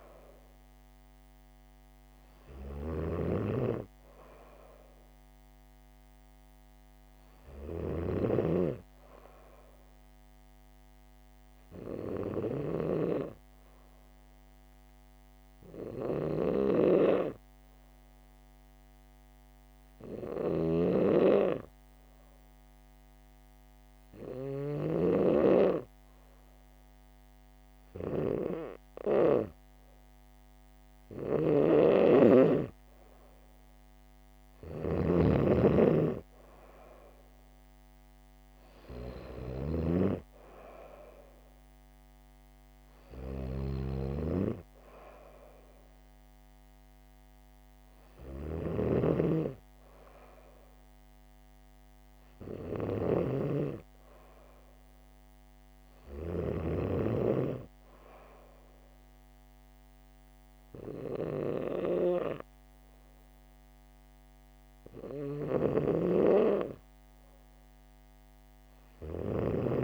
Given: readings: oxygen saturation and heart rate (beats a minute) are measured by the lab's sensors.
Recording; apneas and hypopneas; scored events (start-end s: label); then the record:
breathing in sleep by a microphone on the trachea; 1
0.00-13.00 s: snoring (device-marked)
12.00-31.50 s: hypopnea (oxygen 98% before, 95% lowest, heart rate 77 before, 74 extreme, up 2 after)
20.50-25.00 s: snoring (device-marked)
31.50-57.00 s: snoring (device-marked)
35.00-38.00 s: arousal
65.50-69.84 s: snoring (device-marked)
From the record:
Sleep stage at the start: N2 (light sleep); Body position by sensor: on the back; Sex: female